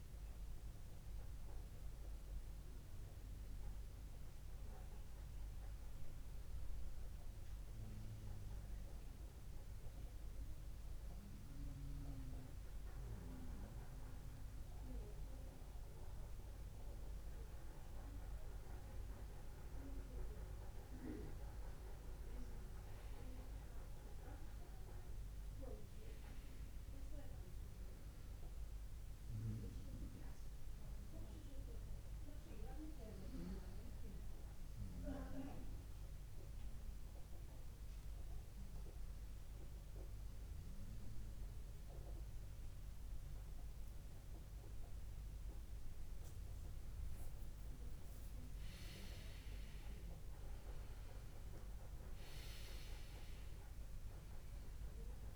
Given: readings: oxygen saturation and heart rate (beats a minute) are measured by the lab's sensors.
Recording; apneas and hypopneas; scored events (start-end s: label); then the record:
breathing in sleep by a room microphone; 2
6.00-17.00 s: obstructive apnea (oxygen 98% before, 95% lowest, heart rate 68 before, 64 extreme, up 0 after)
19.00-23.00 s: arousal
31.00-46.00 s: obstructive apnea (oxygen 98% before, 95% lowest, heart rate 65 before, 59 extreme, up 3 after)
48.50-53.50 s: arousal
From the record:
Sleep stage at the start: N1 (lightest sleep); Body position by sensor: on the right side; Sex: male